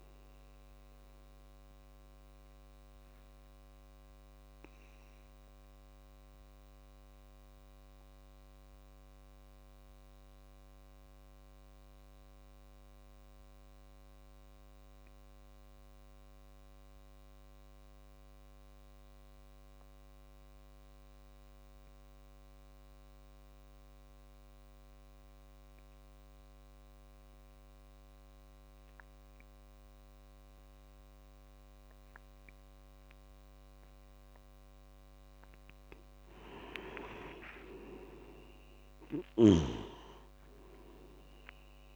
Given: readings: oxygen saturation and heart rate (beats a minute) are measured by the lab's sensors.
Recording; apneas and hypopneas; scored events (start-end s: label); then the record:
breathing in sleep by a microphone on the trachea; 1
0.00-13.50 s: oxygen desaturation (device-marked, oxygen 87% lowest)
2.50-35.00 s: obstructive apnea (oxygen 97% before, 87% lowest)
28.50-41.96 s: oxygen desaturation (device-marked, oxygen 98% before, 88% lowest)
36.50-40.50 s: arousal
39.00-41.96 s: snoring (device-marked)
From the record:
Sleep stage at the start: N2 (light sleep); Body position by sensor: on the back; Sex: male